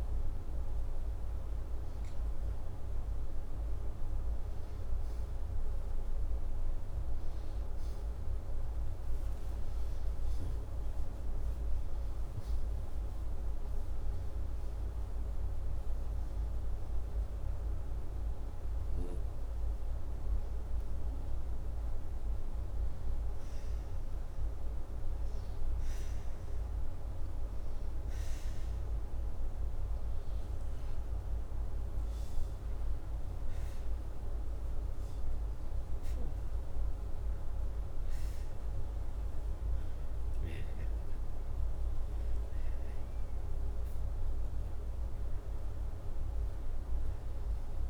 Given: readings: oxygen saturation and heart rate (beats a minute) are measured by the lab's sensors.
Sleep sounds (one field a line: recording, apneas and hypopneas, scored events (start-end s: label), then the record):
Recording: breathing in sleep, hard to hear, by a room microphone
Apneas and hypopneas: none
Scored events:
none scored
From the record:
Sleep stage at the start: N2 (light sleep)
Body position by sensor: upright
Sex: male